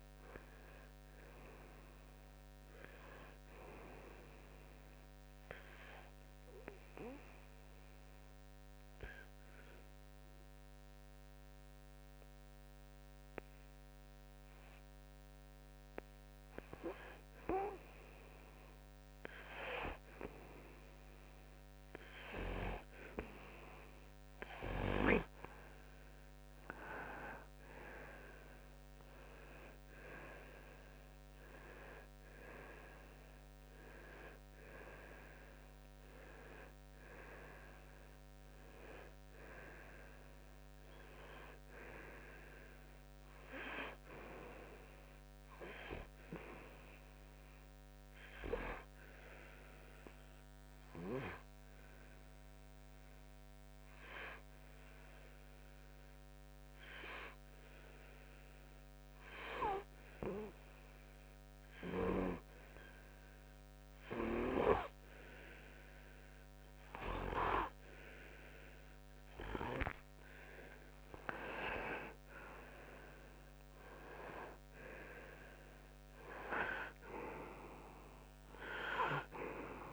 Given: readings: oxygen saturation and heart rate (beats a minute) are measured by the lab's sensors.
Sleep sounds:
breathing in sleep by a microphone on the trachea; 2
4.50-17.00 s: obstructive apnea (oxygen 97% before, 94% lowest, heart rate 60 before, 57 extreme, up 2 after)
19.00-22.00 s: arousal
47.00-70.50 s: obstructive apnea (oxygen 97% before, 93% lowest, heart rate 63 before, 53 extreme, up 3 after)
73.00-76.50 s: arousal
From the record:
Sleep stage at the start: N2 (light sleep); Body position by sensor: on the back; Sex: male

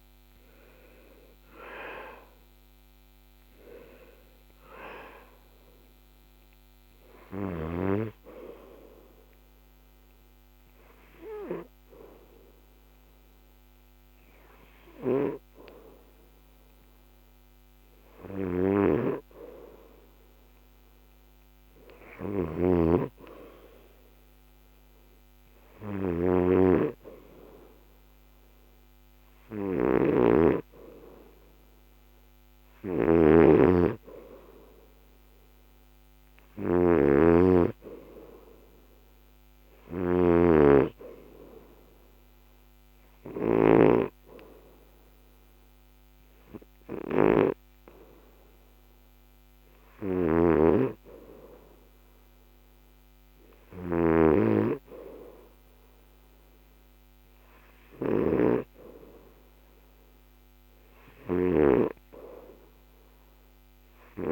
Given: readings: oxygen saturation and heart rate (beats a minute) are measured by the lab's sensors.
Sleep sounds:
breathing in sleep by a microphone on the trachea; 2
8.50-20.50 s: hypopnea (oxygen 84% before, 83% lowest, heart rate 78 before, 71 extreme)
8.50-64.32 s: new sleep stage, N2 (light sleep)
22.00-43.50 s: snoring (device-marked)
23.50-27.50 s: arousal
39.50-51.00 s: hypopnea (oxygen 98% before, 86% lowest, heart rate 74 before, 72 extreme, up 4 after)
50.00-54.00 s: snoring (device-marked)
54.50-59.50 s: arousal
61.00-64.32 s: snoring (device-marked)
From the record:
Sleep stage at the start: REM sleep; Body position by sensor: on the back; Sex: male

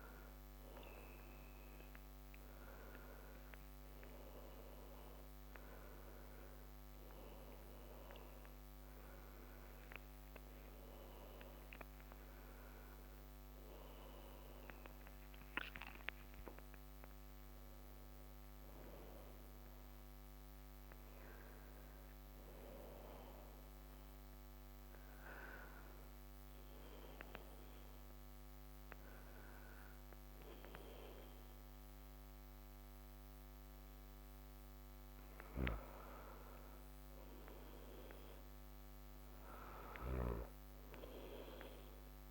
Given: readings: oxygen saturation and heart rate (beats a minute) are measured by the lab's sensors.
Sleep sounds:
breathing in sleep by a microphone on the trachea; 1
13.50-18.00 s: arousal
23.00-34.00 s: hypopnea (oxygen 94% before, 91% lowest)
35.00-42.31 s: new sleep stage, N2 (light sleep)
35.50-39.00 s: arousal
From the record:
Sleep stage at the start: N1 (lightest sleep); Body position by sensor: on the back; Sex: male

